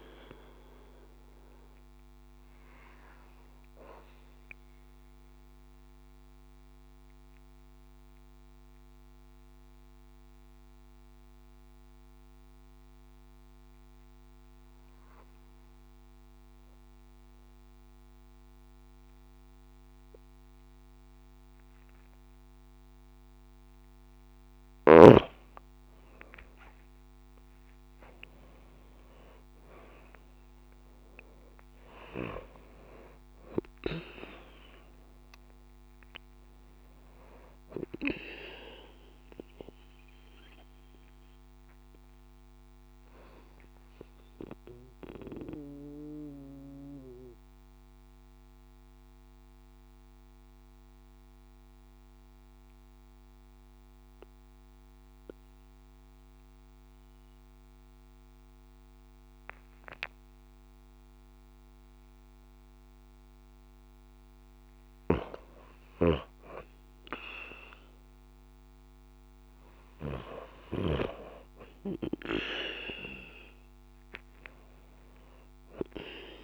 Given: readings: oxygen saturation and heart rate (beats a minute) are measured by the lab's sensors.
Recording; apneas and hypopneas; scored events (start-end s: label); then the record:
breathing in sleep by a microphone on the trachea; 2
0.00-14.00 s: oxygen desaturation (device-marked, oxygen 98% before, 94% lowest)
6.00-24.00 s: mixed apnea (oxygen 98% before, 91% lowest)
26.50-29.50 s: arousal
30.00-39.00 s: oxygen desaturation (device-marked, oxygen 96% before, 92% lowest)
45.00-64.00 s: mixed apnea (oxygen 96% before, 91% lowest)
72.50-76.44 s: arousal
From the record:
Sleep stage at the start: N2 (light sleep); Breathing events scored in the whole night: 151 in 4.4 hours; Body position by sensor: on the back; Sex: female